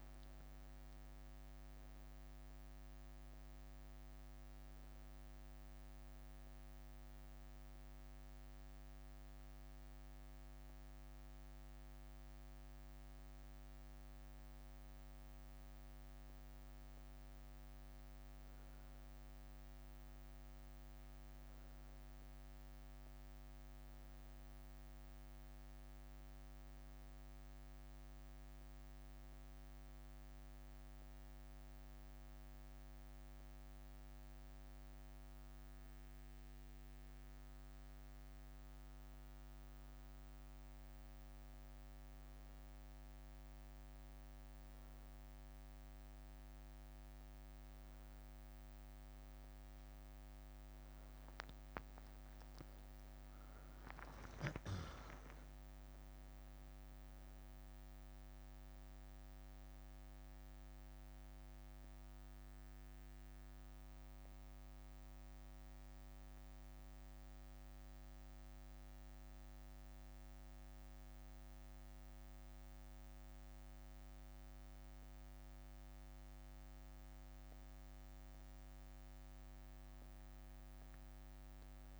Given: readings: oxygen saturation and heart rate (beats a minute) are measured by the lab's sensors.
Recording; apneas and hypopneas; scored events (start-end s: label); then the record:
a person partly awake in a sleep study, hard to hear, by a microphone on the trachea; 3
6.00-16.00 s: hypopnea (oxygen 99% before, 94% lowest, heart rate 77 before, 66 extreme, up 13 after)
6.00-81.99 s: new sleep stage, N1 (lightest sleep)
18.00-21.50 s: arousal
21.00-38.00 s: oxygen desaturation (device-marked, oxygen 99% before, 94% lowest, heart rate 73 before, 73 extreme)
37.50-48.50 s: hypopnea (oxygen 99% before, 94% lowest, heart rate 76 before, 72 extreme, up 12 after)
46.00-71.00 s: oxygen desaturation (device-marked, oxygen 97% before, 94% lowest, heart rate 75 before, 71 extreme)
51.00-56.00 s: arousal
54.00-58.00 s: leg movement (device-marked)
67.50-77.50 s: hypopnea (oxygen 97% before, 94% lowest, heart rate 80 before, 71 extreme, up 8 after)
From the record:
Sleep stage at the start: awake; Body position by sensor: on the back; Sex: female